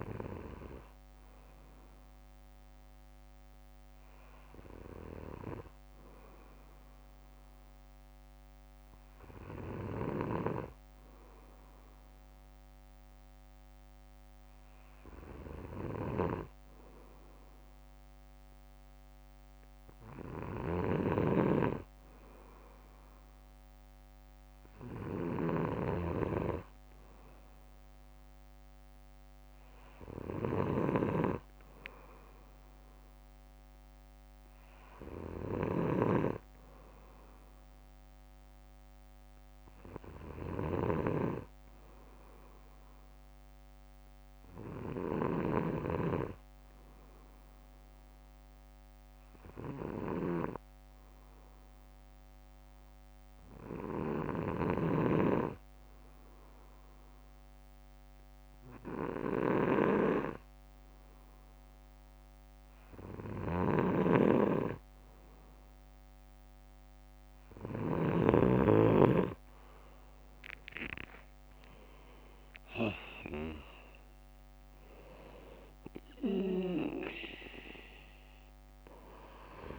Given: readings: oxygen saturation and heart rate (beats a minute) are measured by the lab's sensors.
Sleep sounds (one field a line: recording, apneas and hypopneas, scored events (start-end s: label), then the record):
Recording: breathing in sleep by a microphone on the trachea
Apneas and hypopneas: 1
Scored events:
47.50-62.50 s: hypopnea (oxygen 95% before, 93% lowest, heart rate 65 before, 60 extreme, up 9 after)
63.50-68.00 s: snoring (device-marked)
71.00-76.50 s: arousal
From the record:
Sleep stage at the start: N2 (light sleep)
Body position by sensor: on the back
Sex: male